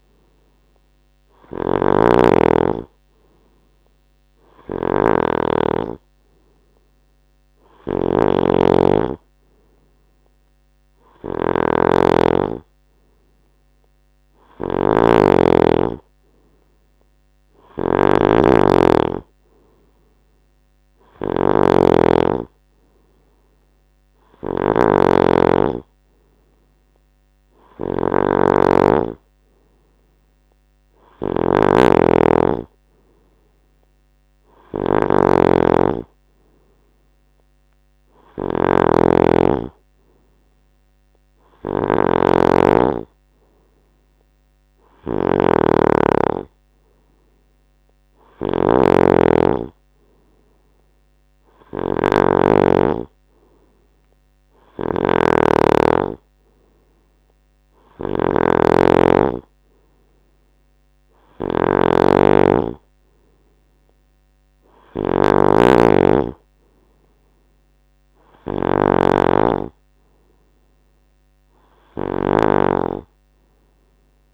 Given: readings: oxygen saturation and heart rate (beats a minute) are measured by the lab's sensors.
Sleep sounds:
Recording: breathing in sleep by a microphone on the trachea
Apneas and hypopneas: none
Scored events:
0.00-74.34 s: snoring (device-marked)
From the record:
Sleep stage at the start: N2 (light sleep)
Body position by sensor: on the right side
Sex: male

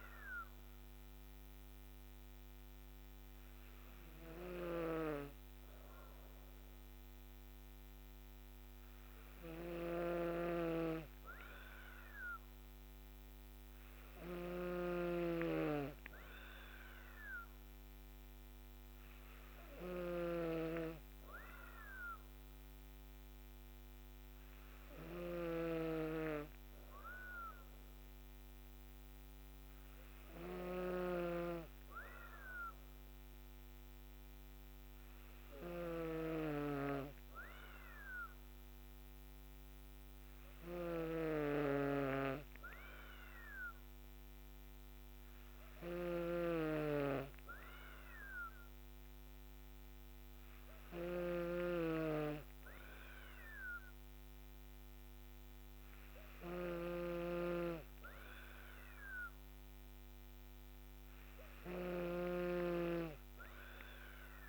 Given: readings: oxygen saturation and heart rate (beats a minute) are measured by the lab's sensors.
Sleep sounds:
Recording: breathing in sleep by a microphone on the trachea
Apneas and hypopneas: none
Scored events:
10.00-64.49 s: snoring (device-marked)
From the record:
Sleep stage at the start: N2 (light sleep)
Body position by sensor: on the back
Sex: female

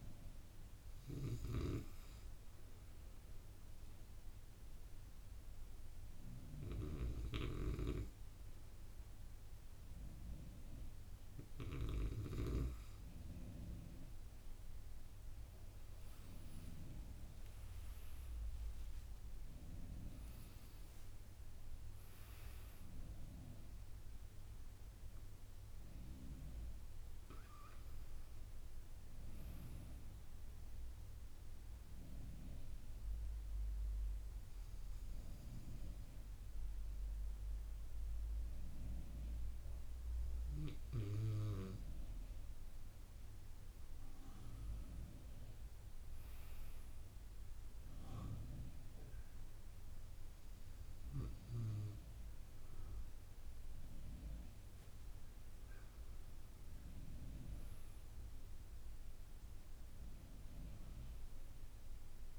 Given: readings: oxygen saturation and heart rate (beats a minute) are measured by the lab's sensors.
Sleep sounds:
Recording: breathing in sleep by a room microphone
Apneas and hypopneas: none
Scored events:
7.50-12.50 s: snoring (device-marked)
From the record:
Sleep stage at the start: N2 (light sleep)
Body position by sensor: on the right side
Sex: male

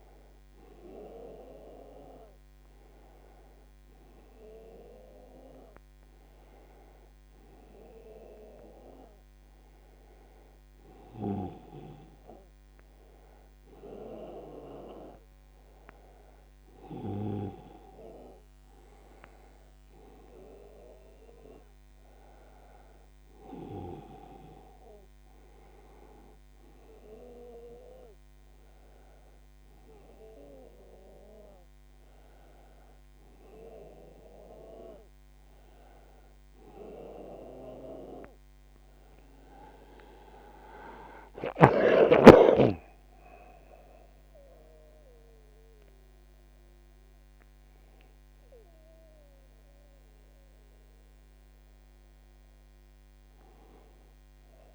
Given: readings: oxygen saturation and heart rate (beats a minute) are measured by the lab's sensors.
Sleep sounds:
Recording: a person awake in a sleep study, by a microphone on the trachea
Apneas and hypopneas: none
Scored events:
none scored
From the record:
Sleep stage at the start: awake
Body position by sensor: on the back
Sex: male

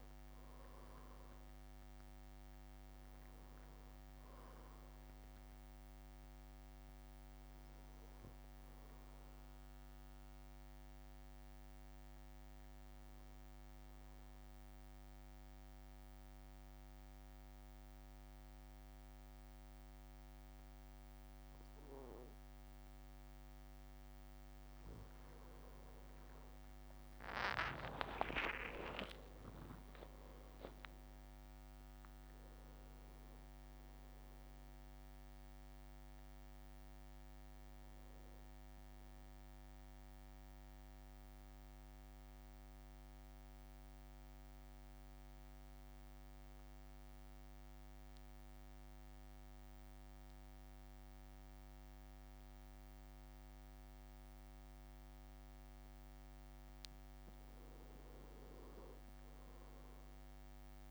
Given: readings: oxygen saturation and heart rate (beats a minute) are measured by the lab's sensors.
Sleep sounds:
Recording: breathing in sleep by a microphone on the trachea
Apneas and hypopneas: 2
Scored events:
0.00-3.50 s: drop in pulse transit time (device-marked, heart rate 55 extreme)
9.00-23.50 s: obstructive apnea (oxygen 98% before, 95% lowest, heart rate 56 before, 53 extreme, up 8 after)
26.00-29.50 s: arousal
27.50-30.00 s: leg movement (device-marked)
27.50-39.50 s: drop in pulse transit time (device-marked, heart rate 56 before, 54 extreme)
40.00-56.00 s: central apnea (oxygen 98% before, 95% lowest, heart rate 58 before, 51 extreme, up 4 after)
59.00-60.91 s: arousal
From the record:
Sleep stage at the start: N2 (light sleep)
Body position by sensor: on the back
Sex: male

